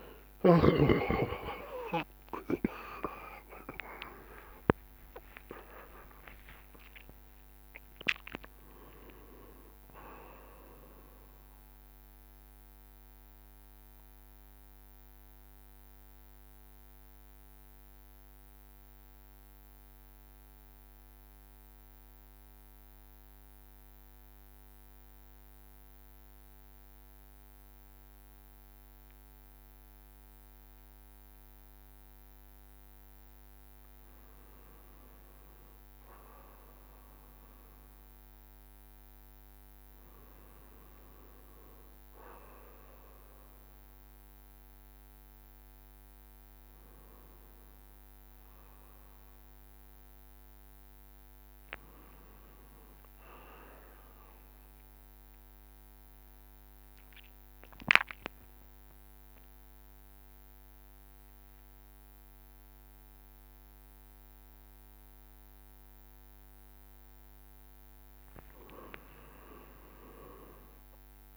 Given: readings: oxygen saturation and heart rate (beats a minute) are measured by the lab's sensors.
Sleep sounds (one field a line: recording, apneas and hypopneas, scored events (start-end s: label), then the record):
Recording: a person awake in a sleep study, by a microphone on the trachea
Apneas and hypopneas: 1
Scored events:
0.00-1.00 s: long interval between heartbeats (device-marked, heart rate 114 extreme)
0.00-5.00 s: tachycardia (device-marked, heart rate 165 extreme)
1.00-3.00 s: long interval between heartbeats (device-marked, heart rate 84 before, 147 extreme)
1.00-14.00 s: drop in pulse transit time (device-marked, heart rate 84 before, 84 extreme)
3.00-5.00 s: long interval between heartbeats (device-marked, heart rate 91 before, 153 extreme)
12.00-33.00 s: central apnea (oxygen 96% before, 93% lowest, heart rate 111 before, 69 extreme, up 4 after)
36.00-51.00 s: oxygen desaturation (device-marked, oxygen 98% before, 93% lowest, heart rate 71 before, 74 extreme)
From the record:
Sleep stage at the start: awake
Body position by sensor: on the right side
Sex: male